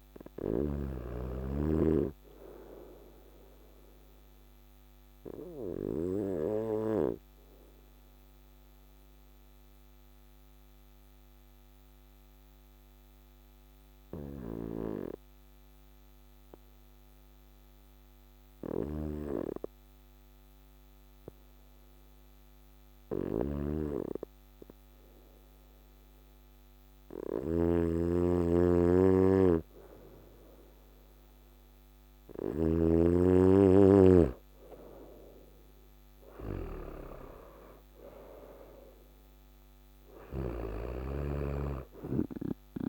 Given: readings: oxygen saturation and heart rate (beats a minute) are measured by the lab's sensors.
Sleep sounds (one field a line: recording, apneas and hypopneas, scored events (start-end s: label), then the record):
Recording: breathing in sleep by a microphone on the trachea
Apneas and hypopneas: 1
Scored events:
0.00-1.00 s: snoring (device-marked)
2.50-30.50 s: obstructive apnea (oxygen 98% before, 94% lowest, heart rate 62 before, 56 extreme, up 8 after)
6.00-14.00 s: oxygen desaturation (device-marked, oxygen 98% before, 95% lowest, heart rate 61 before, 56 extreme)
23.00-32.50 s: snoring (device-marked)
33.50-38.50 s: arousal
From the record:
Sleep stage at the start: N2 (light sleep)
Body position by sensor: on the right side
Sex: male